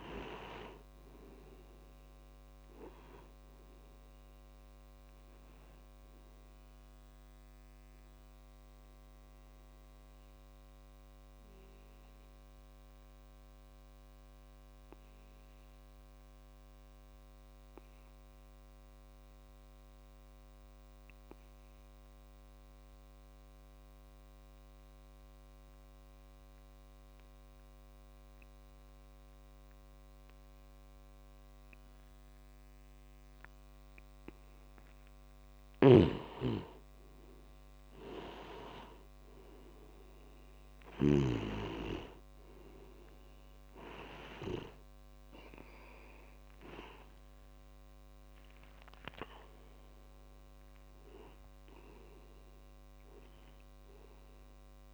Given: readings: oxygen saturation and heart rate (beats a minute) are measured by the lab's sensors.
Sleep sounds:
breathing in sleep by a microphone on the trachea; 1
0.00-20.50 s: oxygen desaturation (device-marked, oxygen 86% lowest)
7.50-34.00 s: obstructive apnea (oxygen 97% before, 86% lowest)
32.50-54.94 s: oxygen desaturation (device-marked, oxygen 99% before, 90% lowest)
35.50-41.00 s: snoring (device-marked)
37.00-41.00 s: arousal
From the record:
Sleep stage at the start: N2 (light sleep); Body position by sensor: on the back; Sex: male

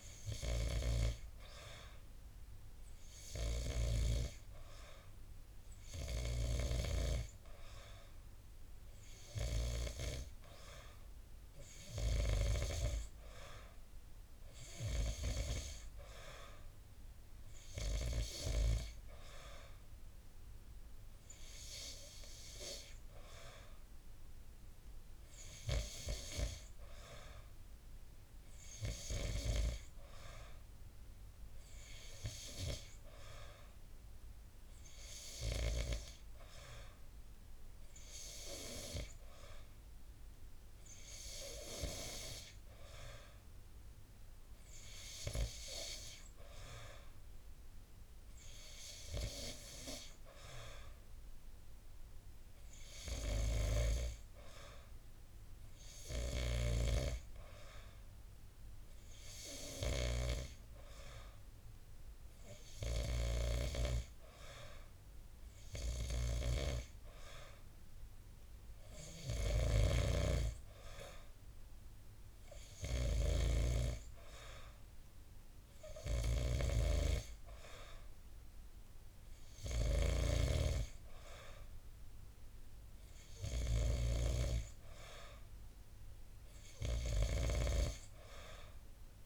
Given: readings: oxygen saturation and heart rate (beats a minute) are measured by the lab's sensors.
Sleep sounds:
breathing in sleep by a room microphone; none
none scored
From the record:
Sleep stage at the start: N2 (light sleep); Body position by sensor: on the back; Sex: male

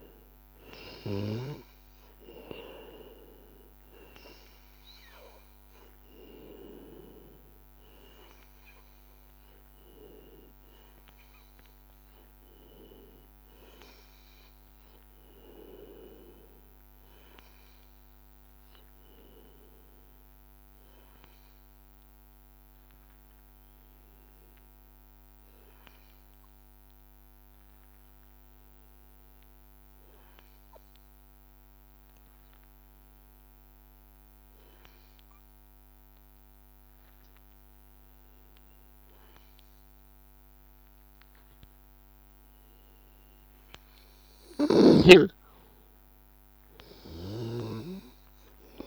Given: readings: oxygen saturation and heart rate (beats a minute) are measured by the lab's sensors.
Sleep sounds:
breathing in sleep by a microphone on the trachea; 1
0.00-15.50 s: oxygen desaturation (device-marked, oxygen 91% lowest, heart rate 82 extreme)
10.00-44.00 s: hypopnea (oxygen 96% before, 92% lowest, heart rate 83 before, 82 extreme, up 1 after)
36.50-48.87 s: oxygen desaturation (device-marked, oxygen 98% before, 92% lowest, heart rate 83 before, 82 extreme)
46.50-48.87 s: arousal
From the record:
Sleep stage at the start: N2 (light sleep); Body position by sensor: on the back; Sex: male

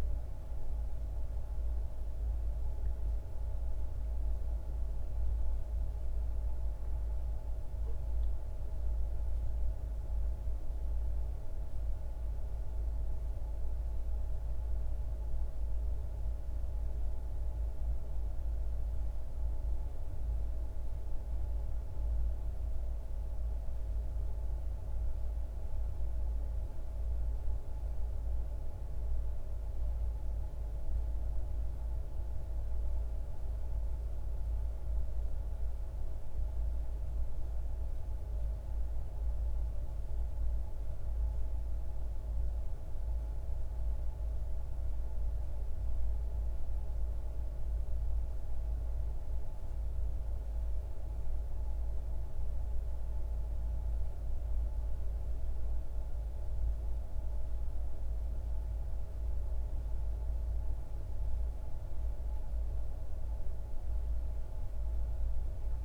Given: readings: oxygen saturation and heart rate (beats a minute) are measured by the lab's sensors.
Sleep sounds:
a person awake in a sleep study, hard to hear, by a room microphone; none
none scored
From the record:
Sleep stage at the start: awake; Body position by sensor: on the back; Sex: male

